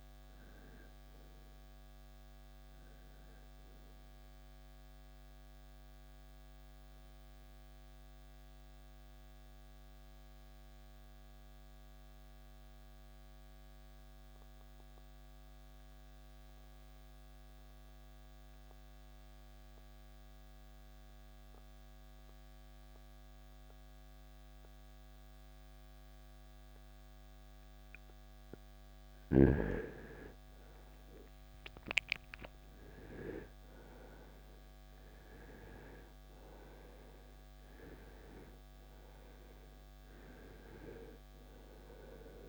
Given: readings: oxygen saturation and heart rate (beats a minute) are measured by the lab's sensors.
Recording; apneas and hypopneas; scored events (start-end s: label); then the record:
breathing in sleep by a microphone on the trachea; 1
7.50-28.50 s: mixed apnea (oxygen 89% before, 81% lowest, heart rate 76 before, 52 extreme)
30.00-34.50 s: arousal
33.00-42.49 s: oxygen desaturation (device-marked, oxygen 95% before, 81% lowest, heart rate 66 before, 60 extreme)
From the record:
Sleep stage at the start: REM sleep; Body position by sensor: on the right side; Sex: male